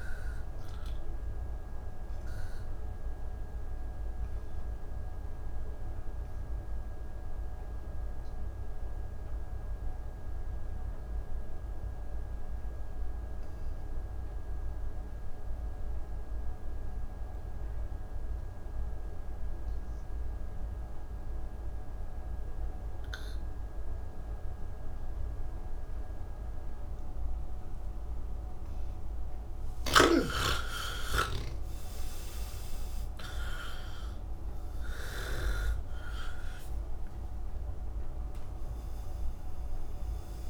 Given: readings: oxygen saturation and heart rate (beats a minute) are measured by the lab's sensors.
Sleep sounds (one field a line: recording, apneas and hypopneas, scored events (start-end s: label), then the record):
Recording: breathing in sleep by a room microphone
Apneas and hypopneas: 1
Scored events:
0.00-14.50 s: oxygen desaturation (device-marked, oxygen 77% lowest, heart rate 34 extreme)
1.00-28.00 s: obstructive apnea (oxygen 97% before, 77% lowest, heart rate 98 before, 39 extreme)
16.50-40.50 s: oxygen desaturation (device-marked, oxygen 98% before, 78% lowest)
30.00-36.00 s: snoring (device-marked)
From the record:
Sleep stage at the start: N3 (deep sleep)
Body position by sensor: on the back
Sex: male